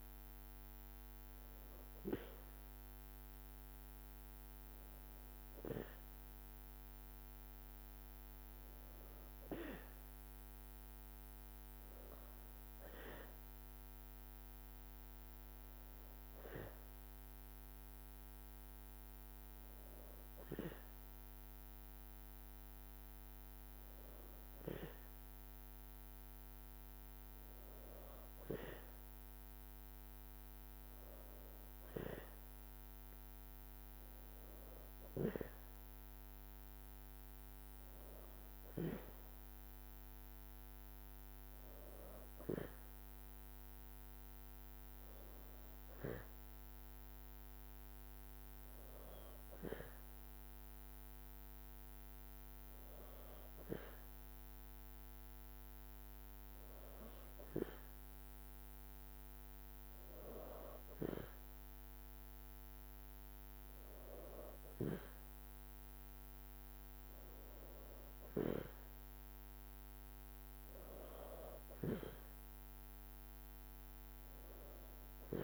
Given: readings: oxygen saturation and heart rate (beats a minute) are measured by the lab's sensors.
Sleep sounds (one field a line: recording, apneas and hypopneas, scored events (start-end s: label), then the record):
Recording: breathing in sleep by a microphone on the trachea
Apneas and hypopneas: none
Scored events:
none scored
From the record:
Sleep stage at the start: N2 (light sleep)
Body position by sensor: on the back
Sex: female